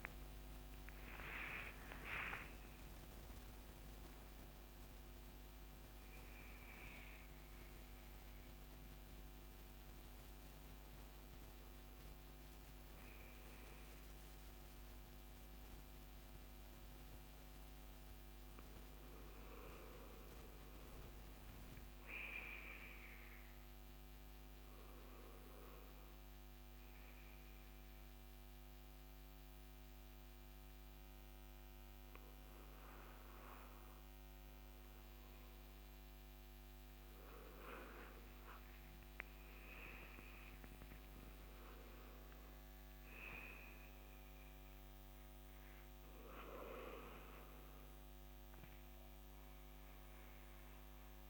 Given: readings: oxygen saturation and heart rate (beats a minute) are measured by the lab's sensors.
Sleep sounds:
a person awake in a sleep study, by a microphone on the trachea; none
none scored
From the record:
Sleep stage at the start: awake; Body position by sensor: on the right side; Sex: male

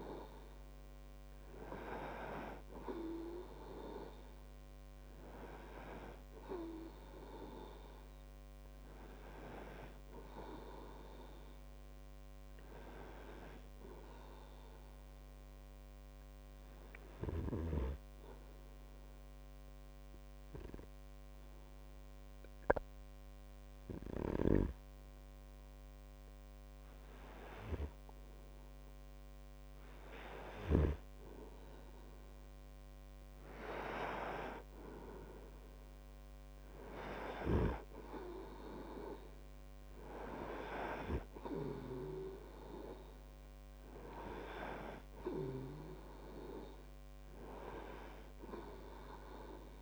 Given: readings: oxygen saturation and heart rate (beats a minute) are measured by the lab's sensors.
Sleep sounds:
breathing in sleep by a microphone on the trachea; 1
0.00-18.50 s: oxygen desaturation (device-marked, oxygen 94% lowest)
16.50-28.00 s: obstructive apnea (oxygen 97% before, 96% lowest)
31.50-36.50 s: arousal
From the record:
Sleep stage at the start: N2 (light sleep); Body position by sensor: on the right side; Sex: male

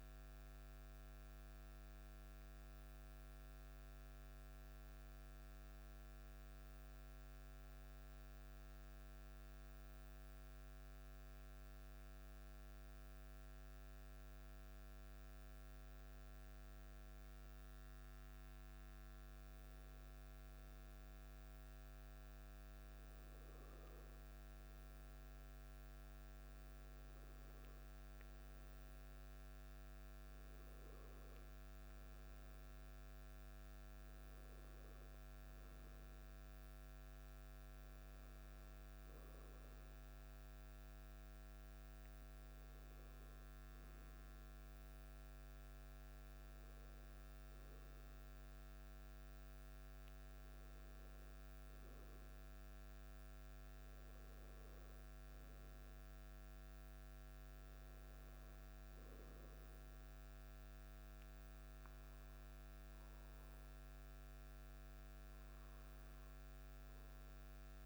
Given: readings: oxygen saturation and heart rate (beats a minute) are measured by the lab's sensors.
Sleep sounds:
breathing in sleep, hard to hear, by a microphone on the trachea; 1
3.50-16.00 s: hypopnea (oxygen 99% before, 95% lowest, heart rate 53 before, 51 extreme, up 4 after)
18.00-23.00 s: arousal
20.00-48.00 s: oxygen desaturation (device-marked, oxygen 99% before, 95% lowest, heart rate 52 before, 48 extreme)
From the record:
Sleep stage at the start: N1 (lightest sleep); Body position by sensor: on the back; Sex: male

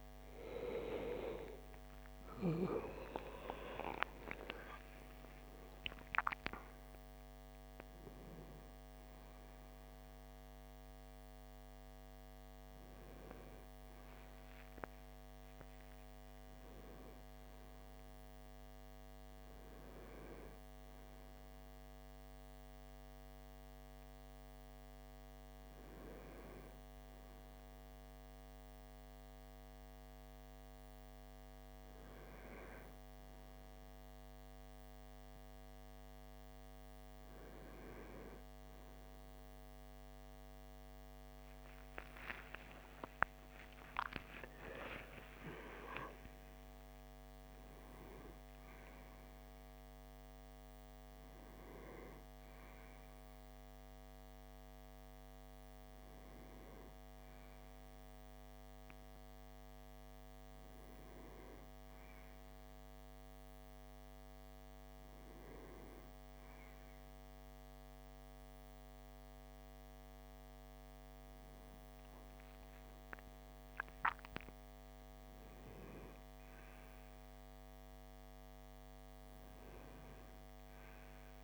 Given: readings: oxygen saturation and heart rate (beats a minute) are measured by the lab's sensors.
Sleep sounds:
breathing in sleep by a microphone on the trachea; none
0.00-7.50 s: oxygen desaturation (device-marked, oxygen 93% lowest)
1.00-6.00 s: arousal
41.00-44.50 s: arousal
76.00-79.50 s: arousal
From the record:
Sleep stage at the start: N1 (lightest sleep); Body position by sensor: on the right side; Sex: male

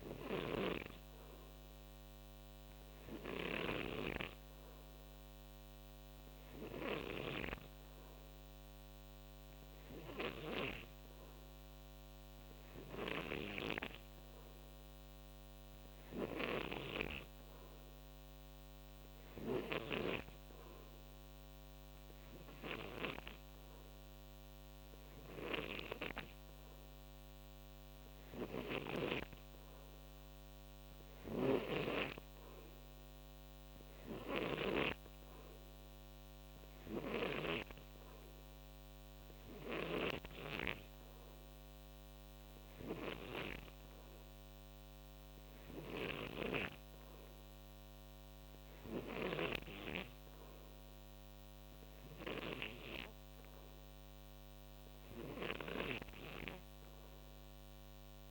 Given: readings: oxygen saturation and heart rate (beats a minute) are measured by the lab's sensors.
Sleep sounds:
breathing in sleep by a microphone on the trachea; none
0.00-20.00 s: snoring (device-marked)
31.00-34.50 s: snoring (device-marked)
45.50-49.00 s: snoring (device-marked)
From the record:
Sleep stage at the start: N3 (deep sleep); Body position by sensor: on the right side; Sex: male

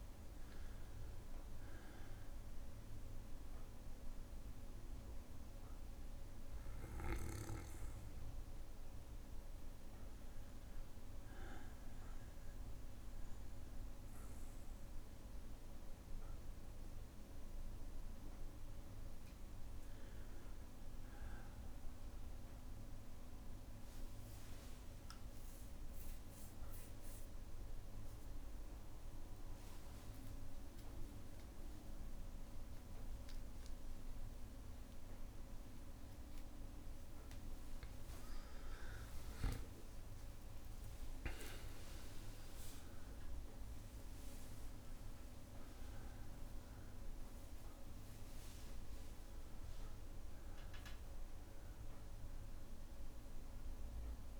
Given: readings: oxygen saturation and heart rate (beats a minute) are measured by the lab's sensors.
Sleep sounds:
a person awake in a sleep study, hard to hear, by a room microphone; none
24.00-26.00 s: long interval between heartbeats (device-marked, heart rate 60 before, 70 extreme)
24.00-54.00 s: new sleep stage, awake
26.50-28.50 s: long interval between heartbeats (device-marked, heart rate 61 before, 78 extreme)
29.00-31.00 s: long interval between heartbeats (device-marked, heart rate 64 before, 86 extreme)
38.00-40.00 s: long interval between heartbeats (device-marked, heart rate 71 before, 81 extreme)
54.00-54.40 s: new sleep stage, N1 (lightest sleep)
From the record:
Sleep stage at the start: N1 (lightest sleep); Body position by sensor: on the back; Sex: male

